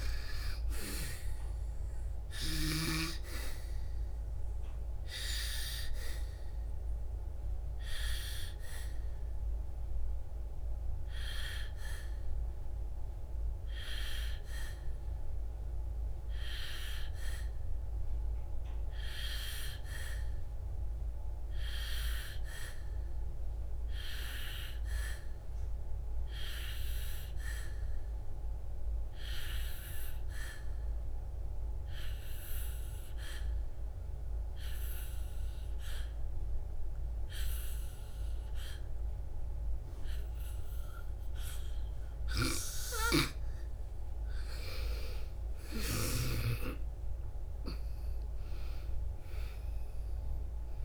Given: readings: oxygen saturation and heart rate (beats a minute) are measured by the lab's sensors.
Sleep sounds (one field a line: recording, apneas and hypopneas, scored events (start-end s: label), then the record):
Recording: breathing in sleep by a room microphone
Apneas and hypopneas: 1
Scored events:
4.50-42.50 s: obstructive apnea (oxygen 98% before, 88% lowest, heart rate 68 before, 55 extreme, up 7 after)
34.50-50.85 s: oxygen desaturation (device-marked, oxygen 97% before, 88% lowest, heart rate 61 before, 55 extreme)
46.00-49.00 s: arousal
From the record:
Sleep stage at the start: N2 (light sleep)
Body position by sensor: on the back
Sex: female